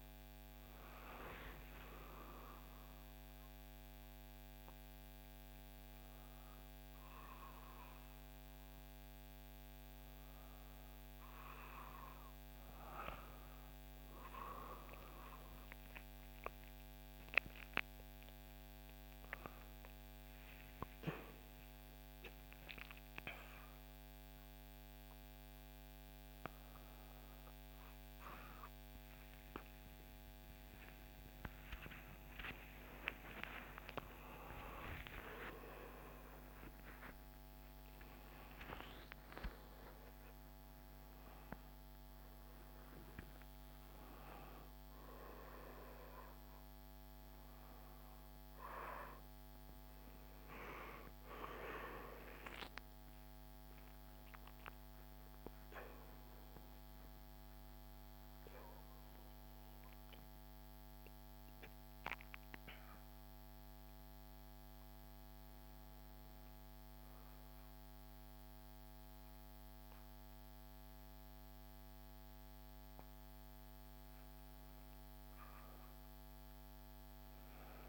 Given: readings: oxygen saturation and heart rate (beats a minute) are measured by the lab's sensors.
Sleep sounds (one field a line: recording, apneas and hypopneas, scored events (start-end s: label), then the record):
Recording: a person awake in a sleep study, by a microphone on the trachea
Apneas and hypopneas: none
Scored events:
34.00-36.00 s: long interval between heartbeats (device-marked, heart rate 67 before, 75 extreme)
55.00-60.00 s: tachycardia (device-marked, heart rate 68 before, 106 extreme)
57.00-59.00 s: long interval between heartbeats (device-marked, heart rate 72 before, 97 extreme)
From the record:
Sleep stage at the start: awake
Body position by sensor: on the back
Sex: female